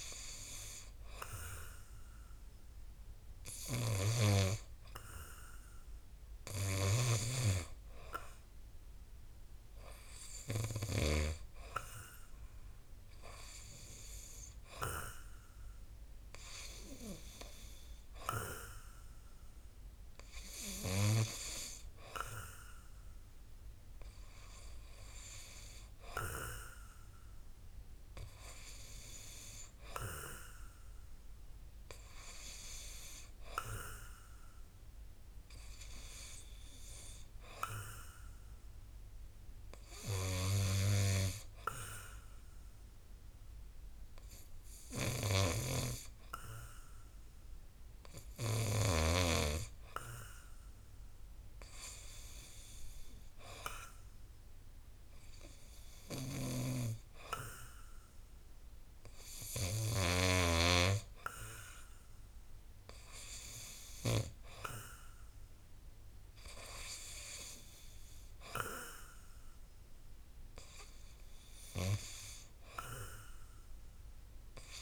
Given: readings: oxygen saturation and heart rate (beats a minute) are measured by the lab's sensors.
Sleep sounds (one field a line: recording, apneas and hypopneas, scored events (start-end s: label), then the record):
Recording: breathing in sleep by a room microphone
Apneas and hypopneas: 1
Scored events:
6.50-11.00 s: snoring (device-marked)
38.50-51.00 s: hypopnea (oxygen 94% before, 88% lowest, heart rate 60 before, 61 extreme, up 3 after)
45.00-49.00 s: snoring (device-marked)
54.50-58.50 s: arousal
56.00-60.00 s: snoring (device-marked)
62.00-70.00 s: oxygen desaturation (device-marked, oxygen 93% before, 90% lowest, heart rate 63 before, 61 extreme)
From the record:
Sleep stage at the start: N2 (light sleep)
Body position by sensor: on the back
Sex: male